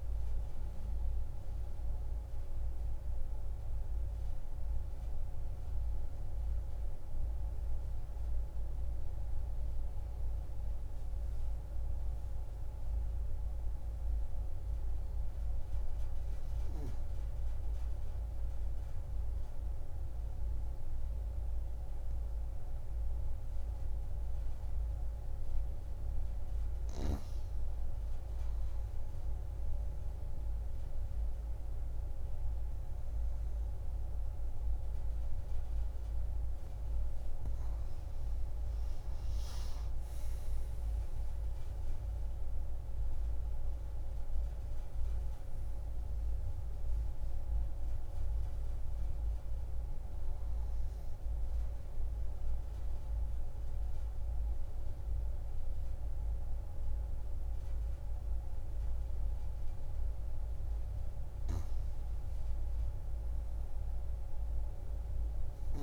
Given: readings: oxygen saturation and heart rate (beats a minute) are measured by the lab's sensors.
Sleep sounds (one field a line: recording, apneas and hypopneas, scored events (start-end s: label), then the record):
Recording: breathing in sleep, hard to hear, by a room microphone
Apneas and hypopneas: 1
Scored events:
0.00-13.00 s: oxygen desaturation (device-marked, oxygen 89% lowest)
23.50-26.50 s: arousal
28.50-38.50 s: obstructive apnea (oxygen 97% before, 91% lowest)
38.00-61.00 s: oxygen desaturation (device-marked, oxygen 97% before, 91% lowest)
41.50-45.50 s: arousal
63.00-65.83 s: arousal
From the record:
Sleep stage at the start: N2 (light sleep)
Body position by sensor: on the back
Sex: female